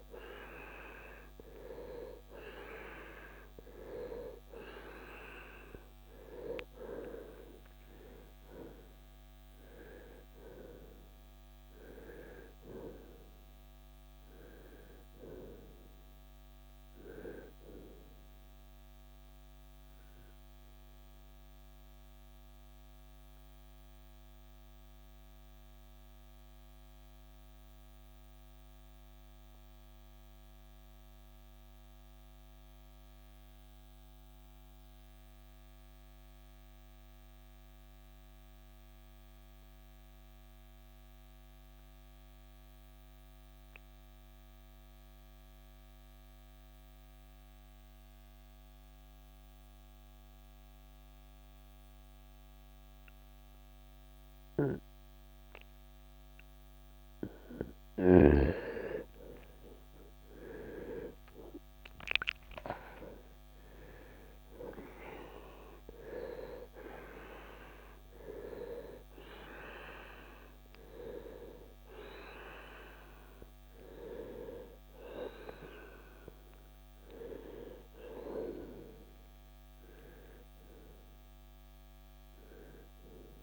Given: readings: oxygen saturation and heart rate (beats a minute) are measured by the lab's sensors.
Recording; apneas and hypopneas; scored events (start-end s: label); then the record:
breathing in sleep by a microphone on the trachea; 1
0.00-33.00 s: oxygen desaturation (device-marked, oxygen 79% lowest, heart rate 54 extreme)
19.00-57.50 s: obstructive apnea (oxygen 93% before, 79% lowest, heart rate 82 before, 54 extreme, up 20 after)
54.00-83.43 s: oxygen desaturation (device-marked, oxygen 98% before, 82% lowest, heart rate 67 before, 57 extreme)
59.00-63.50 s: arousal
70.00-83.43 s: new sleep stage, REM sleep
From the record:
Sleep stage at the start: N2 (light sleep); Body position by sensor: on the right side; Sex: male